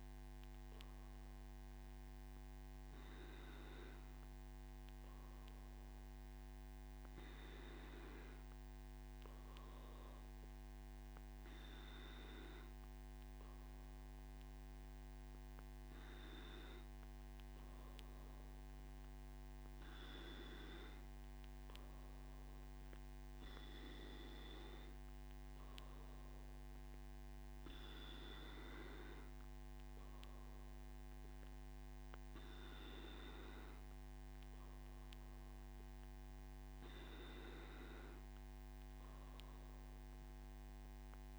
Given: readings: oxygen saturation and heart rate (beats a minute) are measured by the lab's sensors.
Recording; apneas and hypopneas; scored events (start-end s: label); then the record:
breathing in sleep by a microphone on the trachea; none
none scored
From the record:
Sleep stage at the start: N3 (deep sleep); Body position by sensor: on the back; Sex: male